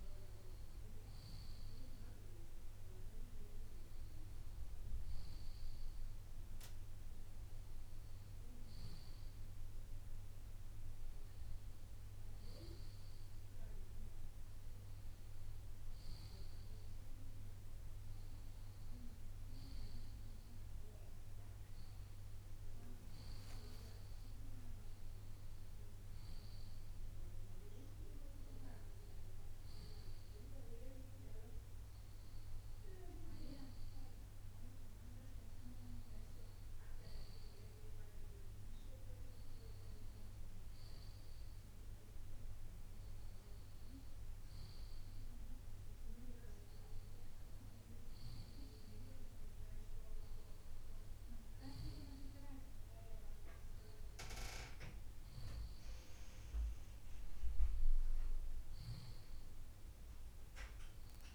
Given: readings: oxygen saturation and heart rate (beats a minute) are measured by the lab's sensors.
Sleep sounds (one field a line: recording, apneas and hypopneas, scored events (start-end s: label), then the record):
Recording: breathing in sleep by a room microphone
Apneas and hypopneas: none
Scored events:
none scored
From the record:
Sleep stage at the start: N2 (light sleep)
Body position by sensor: on the left side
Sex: male